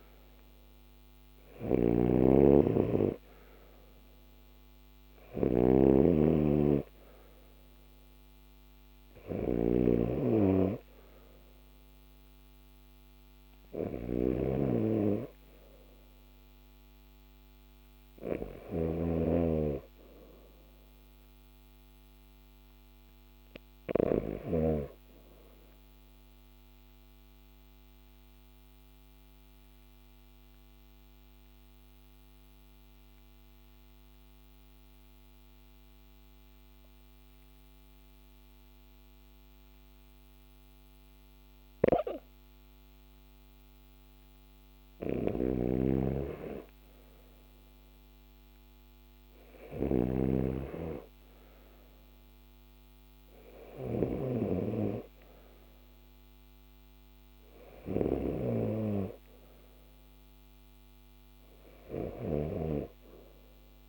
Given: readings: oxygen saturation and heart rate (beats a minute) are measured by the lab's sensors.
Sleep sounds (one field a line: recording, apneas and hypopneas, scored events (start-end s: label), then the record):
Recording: breathing in sleep by a microphone on the trachea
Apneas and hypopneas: 1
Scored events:
0.00-24.00 s: snoring (device-marked)
11.50-36.50 s: oxygen desaturation (device-marked, oxygen 97% before, 88% lowest, heart rate 54 before, 50 extreme)
26.00-43.00 s: obstructive apnea (oxygen 97% before, 88% lowest, heart rate 54 before, 50 extreme, up 6 after)
45.00-62.00 s: snoring (device-marked)
46.00-51.00 s: arousal
From the record:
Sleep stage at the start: REM sleep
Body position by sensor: on the left side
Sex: male